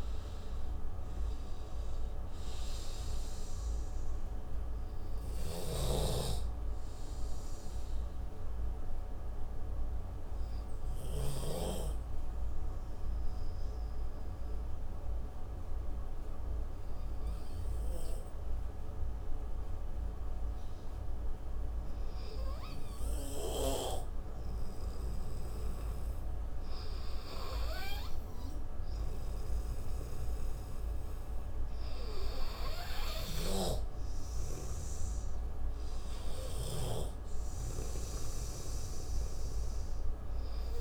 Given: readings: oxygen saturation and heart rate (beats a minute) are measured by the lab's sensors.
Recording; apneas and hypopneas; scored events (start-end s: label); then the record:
breathing in sleep by a room microphone; 1
0.00-1.50 s: arousal
5.00-22.00 s: oxygen desaturation (device-marked, oxygen 95% before, 85% lowest)
9.50-24.00 s: mixed apnea (oxygen 95% before, 85% lowest)
26.00-29.00 s: arousal
32.00-40.81 s: oxygen desaturation (device-marked, oxygen 97% before, 89% lowest)
From the record:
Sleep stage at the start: N2 (light sleep); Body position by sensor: on the right side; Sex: male